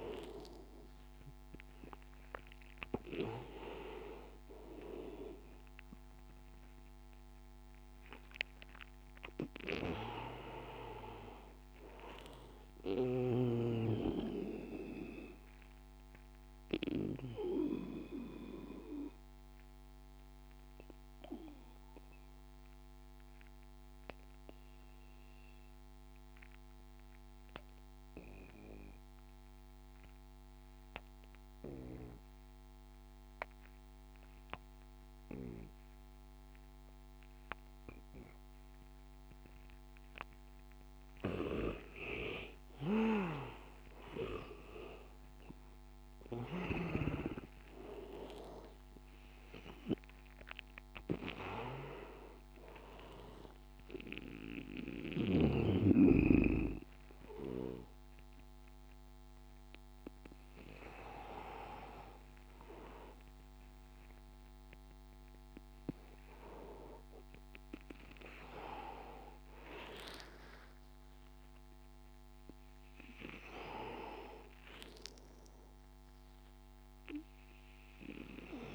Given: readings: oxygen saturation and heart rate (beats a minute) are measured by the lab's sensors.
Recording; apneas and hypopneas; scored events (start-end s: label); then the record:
breathing in sleep by a microphone on the trachea; 2
0.00-2.00 s: arousal
0.00-25.50 s: oxygen desaturation (device-marked, oxygen 76% lowest, heart rate 79 extreme)
15.00-39.00 s: obstructive apnea (oxygen 97% before, 76% lowest, heart rate 88 before, 79 extreme, up 8 after)
37.50-65.50 s: oxygen desaturation (device-marked, oxygen 100% before, 84% lowest, heart rate 83 before, 86 extreme)
43.00-49.00 s: arousal
55.00-67.00 s: hypopnea (oxygen 100% before, 84% lowest, heart rate 88 before, 87 extreme, up 11 after)
68.00-73.00 s: arousal
From the record:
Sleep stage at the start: N2 (light sleep); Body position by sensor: on the back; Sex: male